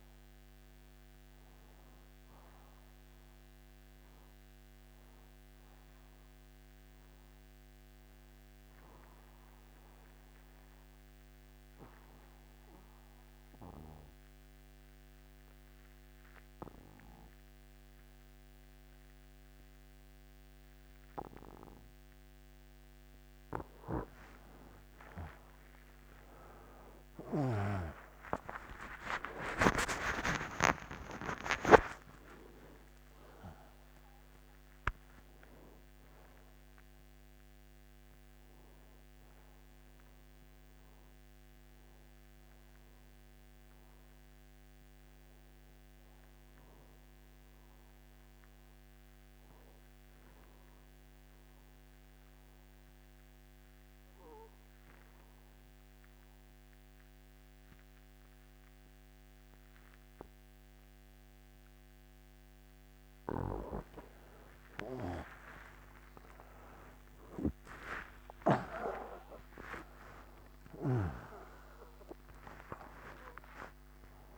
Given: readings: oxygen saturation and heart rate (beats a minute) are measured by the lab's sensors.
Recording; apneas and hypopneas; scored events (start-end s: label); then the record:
breathing in sleep by a microphone on the trachea; 2
0.00-19.00 s: oxygen desaturation (device-marked, oxygen 89% lowest, heart rate 63 extreme)
5.50-23.00 s: obstructive apnea (oxygen 95% before, 89% lowest, heart rate 74 before, 63 extreme, up 33 after)
25.00-29.00 s: arousal
49.00-63.00 s: obstructive apnea (oxygen 96% before, 89% lowest, heart rate 82 before, 63 extreme, up 59 after)
65.50-72.00 s: arousal
From the record:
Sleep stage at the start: N2 (light sleep); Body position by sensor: on the right side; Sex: male